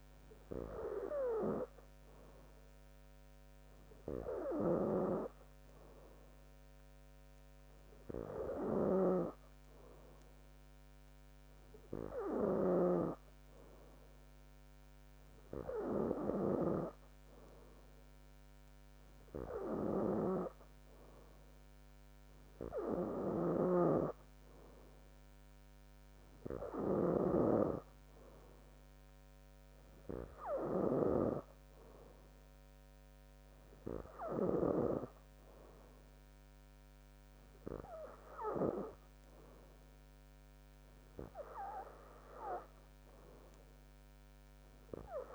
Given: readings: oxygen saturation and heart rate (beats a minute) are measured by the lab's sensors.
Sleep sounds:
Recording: breathing in sleep by a microphone on the trachea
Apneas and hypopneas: none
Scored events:
9.00-35.00 s: snoring (device-marked)
From the record:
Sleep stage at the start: N2 (light sleep)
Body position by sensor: on the back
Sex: female

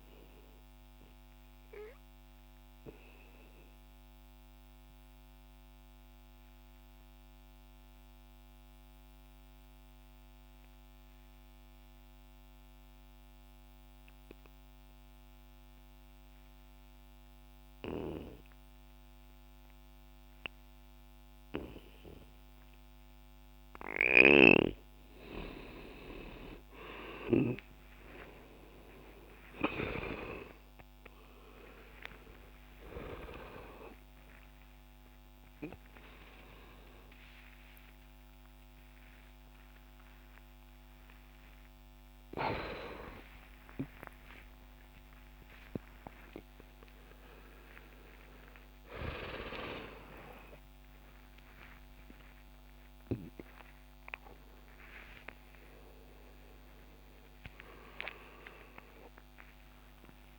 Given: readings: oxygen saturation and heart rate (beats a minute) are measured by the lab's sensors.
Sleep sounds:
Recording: a person awake in a sleep study, by a microphone on the trachea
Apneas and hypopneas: 1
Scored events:
2.00-24.00 s: obstructive apnea (oxygen 99% before, 89% lowest, heart rate 63 before, 60 extreme, up 21 after)
6.50-22.50 s: oxygen desaturation (device-marked, oxygen 98% before, 91% lowest, heart rate 62 before, 60 extreme)
14.50-60.39 s: new sleep stage, awake
24.50-42.50 s: oxygen desaturation (device-marked, oxygen 94% before, 89% lowest, heart rate 60 before, 47 extreme)
From the record:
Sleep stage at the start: N2 (light sleep)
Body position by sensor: on the left side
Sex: male

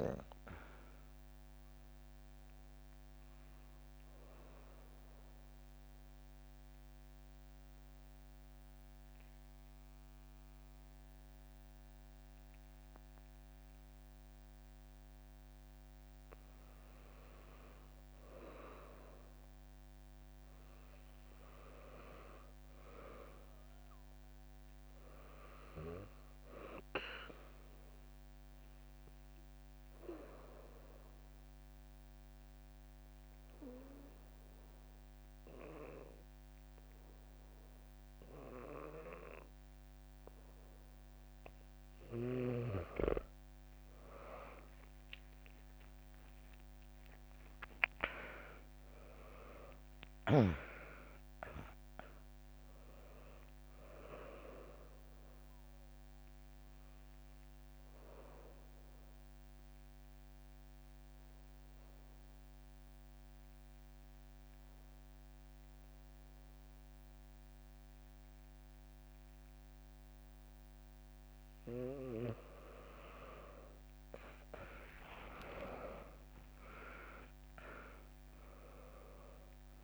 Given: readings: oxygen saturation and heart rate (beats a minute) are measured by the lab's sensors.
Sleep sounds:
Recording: breathing in sleep by a microphone on the trachea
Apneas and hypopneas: 3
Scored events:
0.00-12.50 s: oxygen desaturation (device-marked, oxygen 94% lowest, heart rate 60 extreme)
4.00-16.50 s: obstructive apnea (oxygen 99% before, 94% lowest, heart rate 74 before, 60 extreme)
18.50-22.00 s: arousal
30.50-42.00 s: obstructive apnea (oxygen 100% before, 95% lowest, heart rate 65 before, 63 extreme, up 4 after)
45.00-48.50 s: arousal
45.50-57.50 s: drop in pulse transit time (device-marked, heart rate 63 before, 64 extreme)
57.00-71.50 s: obstructive apnea (oxygen 99% before, 95% lowest, heart rate 67 before, 63 extreme)
74.00-78.00 s: arousal
75.50-79.84 s: drop in pulse transit time (device-marked, heart rate 66 before, 63 extreme)
From the record:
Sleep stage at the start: N2 (light sleep)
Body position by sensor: on the back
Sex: female

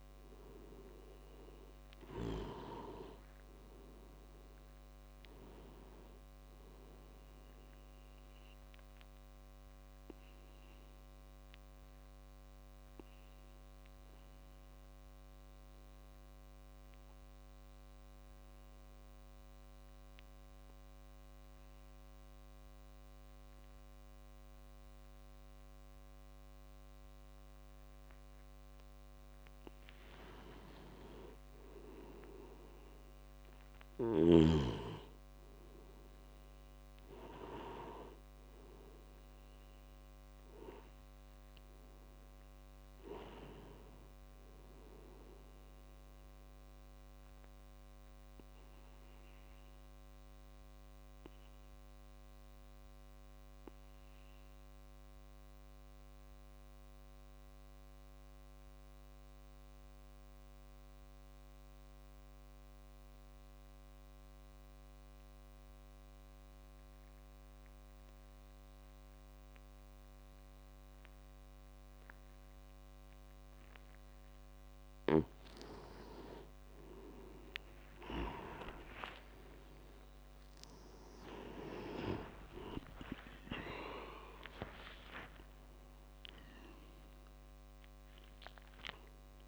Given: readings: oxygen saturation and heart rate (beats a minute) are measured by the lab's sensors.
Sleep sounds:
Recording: breathing in sleep by a microphone on the trachea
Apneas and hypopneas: 2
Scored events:
0.00-24.50 s: oxygen desaturation (device-marked, oxygen 90% lowest)
8.50-29.50 s: obstructive apnea (oxygen 97% before, 89% lowest)
30.50-34.50 s: arousal
34.50-57.50 s: oxygen desaturation (device-marked, oxygen 98% before, 92% lowest)
48.50-74.00 s: obstructive apnea (oxygen 98% before, 88% lowest)
74.50-89.48 s: oxygen desaturation (device-marked, oxygen 97% before, 88% lowest)
77.00-84.00 s: arousal
From the record:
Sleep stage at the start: N2 (light sleep)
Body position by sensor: on the back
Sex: male

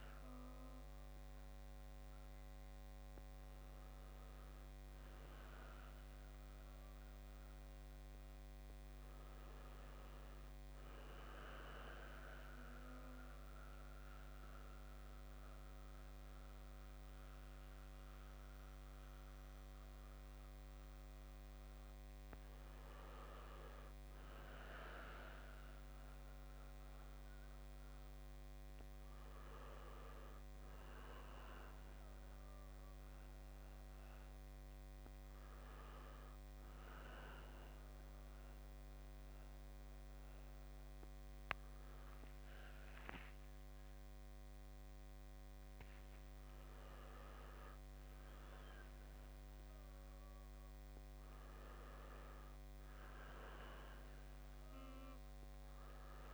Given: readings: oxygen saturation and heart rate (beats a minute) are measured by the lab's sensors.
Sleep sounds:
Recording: a person partly awake in a sleep study, by a microphone on the trachea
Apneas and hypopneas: none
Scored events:
34.00-56.34 s: new sleep stage, awake
From the record:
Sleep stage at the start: N1 (lightest sleep)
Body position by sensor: on the back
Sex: male

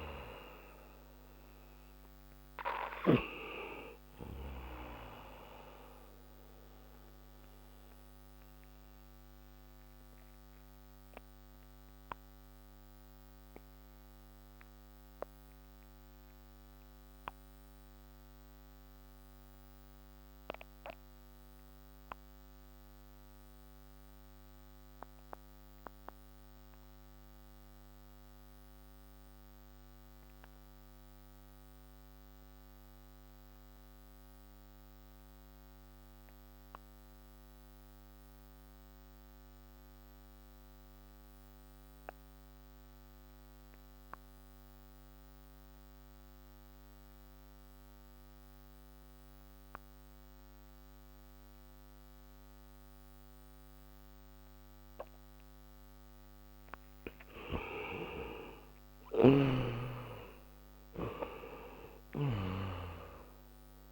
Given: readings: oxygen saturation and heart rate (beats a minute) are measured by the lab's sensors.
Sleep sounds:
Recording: breathing in sleep by a microphone on the trachea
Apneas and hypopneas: 1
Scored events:
0.00-27.50 s: oxygen desaturation (device-marked, oxygen 62% lowest)
6.50-56.50 s: obstructive apnea (oxygen 82% before, 62% lowest)
42.50-63.92 s: oxygen desaturation (device-marked, oxygen 97% before, 66% lowest)
57.50-62.00 s: arousal
From the record:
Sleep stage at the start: REM sleep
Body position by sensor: on the back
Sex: male

